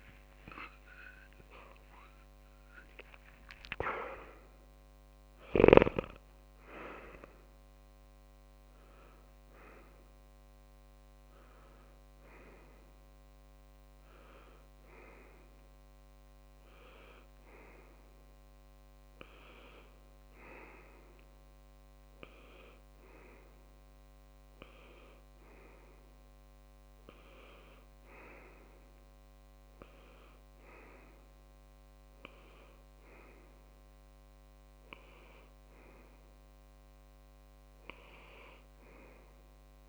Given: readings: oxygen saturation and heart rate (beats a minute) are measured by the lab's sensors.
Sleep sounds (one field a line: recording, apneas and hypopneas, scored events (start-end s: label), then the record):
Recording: breathing in sleep by a microphone on the trachea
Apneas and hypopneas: none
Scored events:
0.00-2.00 s: arousal
2.00-25.00 s: oxygen desaturation (device-marked, oxygen 97% before, 94% lowest)
18.00-39.88 s: new sleep stage, N2 (light sleep)
27.00-31.00 s: arousal
From the record:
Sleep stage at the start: N1 (lightest sleep)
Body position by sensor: on the left side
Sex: male